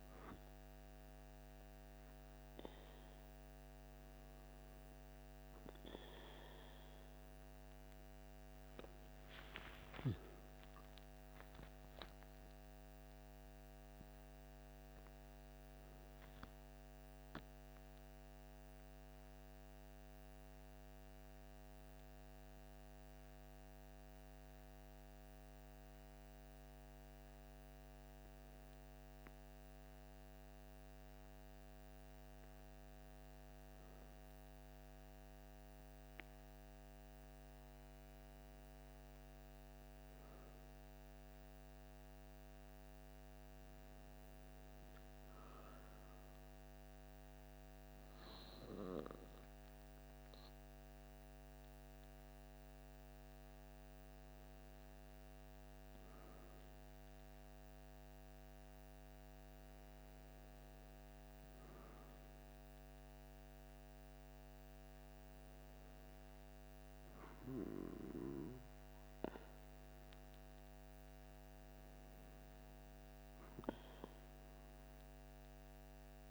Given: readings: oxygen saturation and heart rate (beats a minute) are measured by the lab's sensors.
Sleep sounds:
breathing in sleep, hard to hear, by a microphone on the trachea; none
11.50-15.50 s: arousal
From the record:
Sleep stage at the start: N2 (light sleep); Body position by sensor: on the back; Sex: male

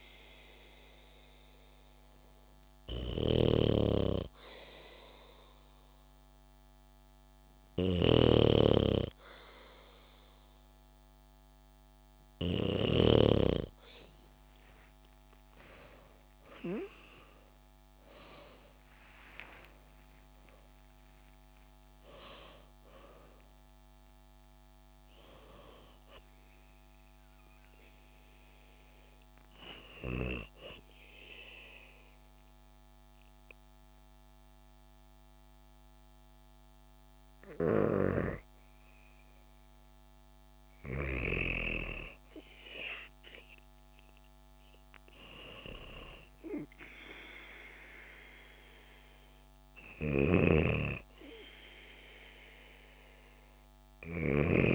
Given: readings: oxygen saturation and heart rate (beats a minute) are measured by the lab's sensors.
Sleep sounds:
breathing in sleep by a microphone on the trachea; 1
3.00-13.00 s: snoring (device-marked)
16.50-22.00 s: arousal
28.50-39.50 s: mixed apnea (oxygen 97% before, 95% lowest, heart rate 78 before, 65 extreme, up 2 after)
41.50-44.50 s: arousal
50.00-54.50 s: snoring (device-marked)
From the record:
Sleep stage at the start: N2 (light sleep); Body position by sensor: on the back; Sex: female

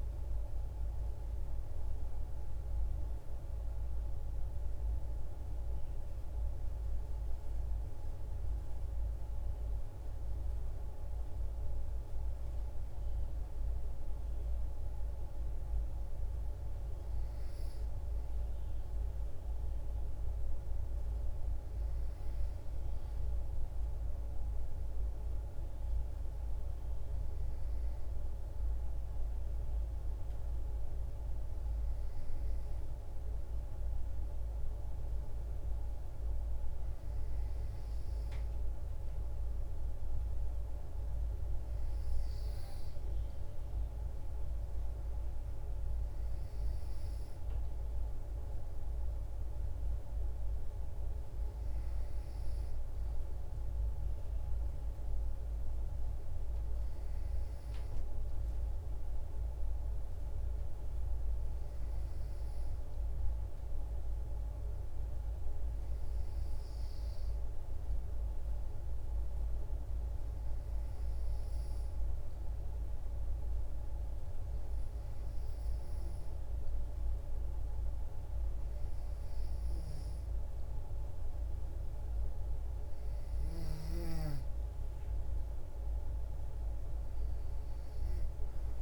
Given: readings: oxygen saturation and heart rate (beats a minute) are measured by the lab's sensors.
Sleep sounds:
breathing in sleep, hard to hear, by a room microphone; none
none scored
From the record:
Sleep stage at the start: N2 (light sleep); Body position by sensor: on the back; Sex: female

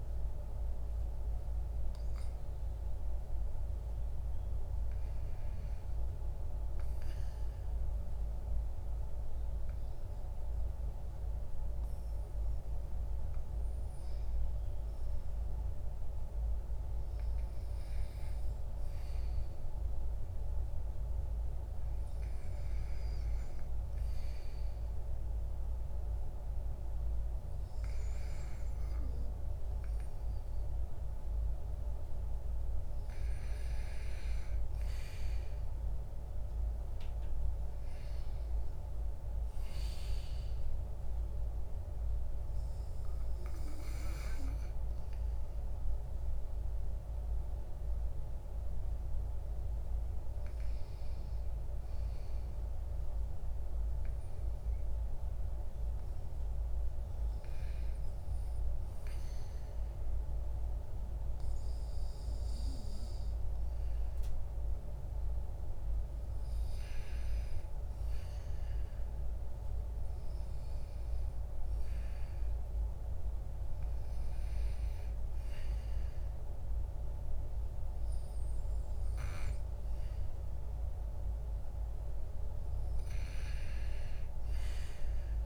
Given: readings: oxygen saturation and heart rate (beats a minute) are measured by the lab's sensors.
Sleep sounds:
breathing in sleep, hard to hear, by a room microphone; none
none scored
From the record:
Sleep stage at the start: REM sleep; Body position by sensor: on the back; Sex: male

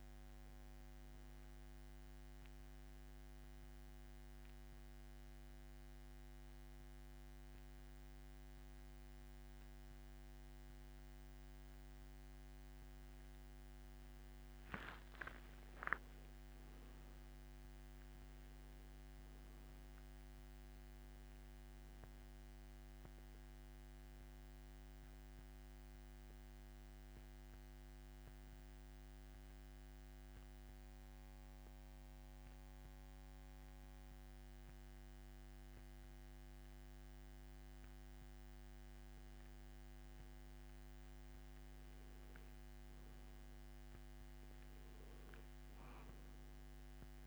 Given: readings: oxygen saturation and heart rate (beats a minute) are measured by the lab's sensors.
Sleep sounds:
breathing in sleep, hard to hear, by a microphone on the trachea; 2
2.50-15.00 s: hypopnea (oxygen 95% before, 92% lowest)
17.00-21.50 s: arousal
26.50-38.50 s: hypopnea (oxygen 95% before, 92% lowest)
42.00-45.50 s: arousal
From the record:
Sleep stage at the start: N2 (light sleep); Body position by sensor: on the back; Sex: male

